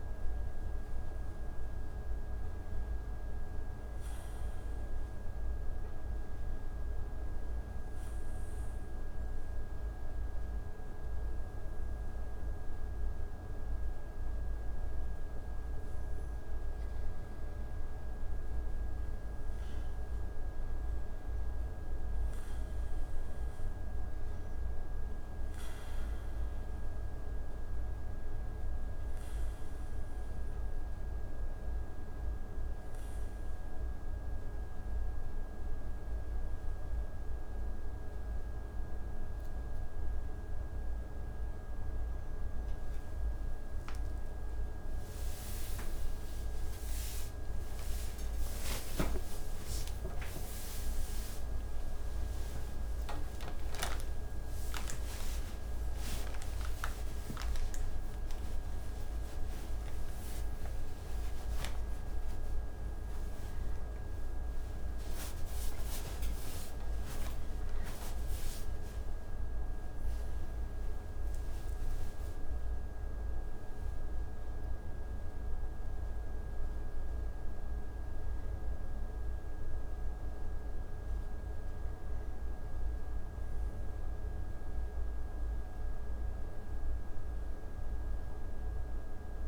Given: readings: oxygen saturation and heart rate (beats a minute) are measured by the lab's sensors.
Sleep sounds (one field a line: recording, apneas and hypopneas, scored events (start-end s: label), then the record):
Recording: a person partly awake in a sleep study, hard to hear, by a room microphone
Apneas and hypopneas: 2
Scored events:
0.00-6.50 s: oxygen desaturation (device-marked, oxygen 91% lowest)
4.50-16.50 s: obstructive apnea (oxygen 95% before, 90% lowest)
18.00-21.50 s: arousal
25.50-41.50 s: oxygen desaturation (device-marked, oxygen 95% before, 90% lowest)
26.00-41.50 s: hypopnea (oxygen 95% before, 90% lowest)
44.50-74.50 s: new sleep stage, awake
56.50-63.50 s: oxygen desaturation (device-marked, oxygen 95% before, 90% lowest)
74.50-89.48 s: new sleep stage, N1 (lightest sleep)
From the record:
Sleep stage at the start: N2 (light sleep)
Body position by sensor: on the back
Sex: male